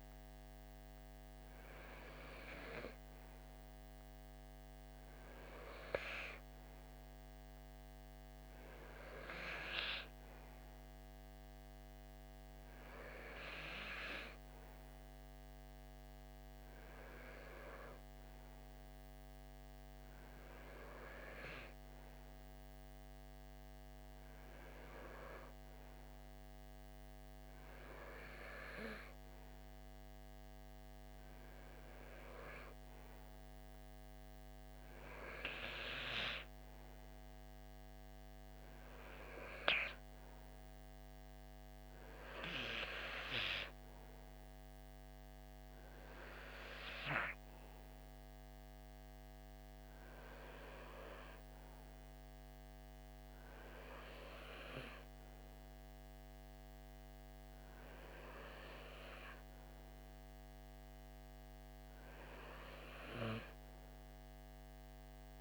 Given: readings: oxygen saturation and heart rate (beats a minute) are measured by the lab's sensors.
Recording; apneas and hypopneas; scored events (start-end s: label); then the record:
breathing in sleep by a microphone on the trachea; none
none scored
From the record:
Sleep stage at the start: REM sleep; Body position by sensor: on the right side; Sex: male